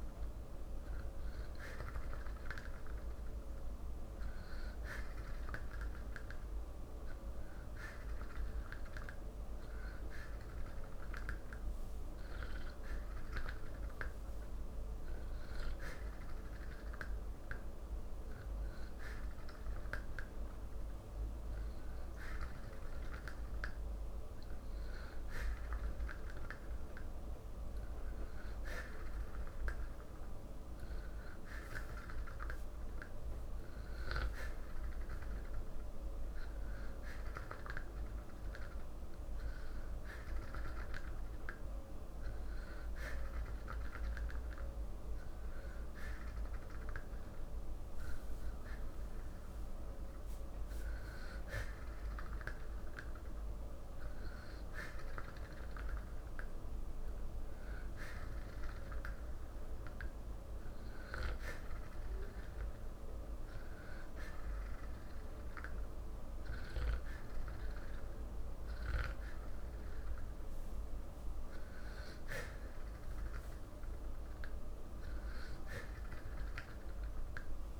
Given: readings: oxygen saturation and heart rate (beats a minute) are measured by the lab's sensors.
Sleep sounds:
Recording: breathing in sleep by a room microphone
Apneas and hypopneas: none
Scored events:
none scored
From the record:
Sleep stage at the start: N3 (deep sleep)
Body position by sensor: on the back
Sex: male

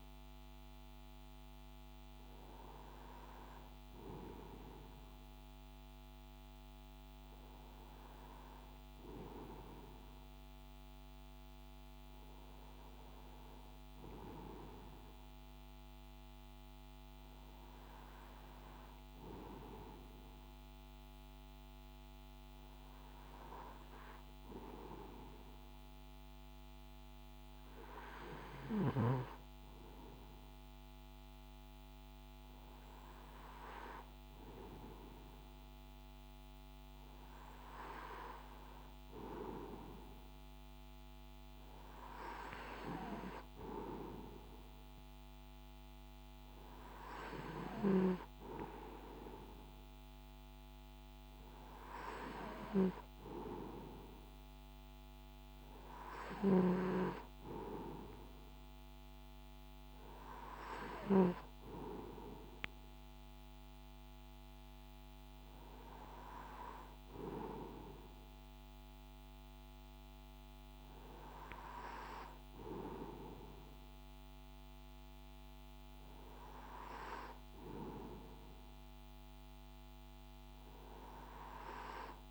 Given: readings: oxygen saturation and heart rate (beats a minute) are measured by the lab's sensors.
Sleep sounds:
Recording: breathing in sleep by a microphone on the trachea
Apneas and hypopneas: none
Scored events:
none scored
From the record:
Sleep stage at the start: N2 (light sleep)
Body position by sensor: on the right side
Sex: male

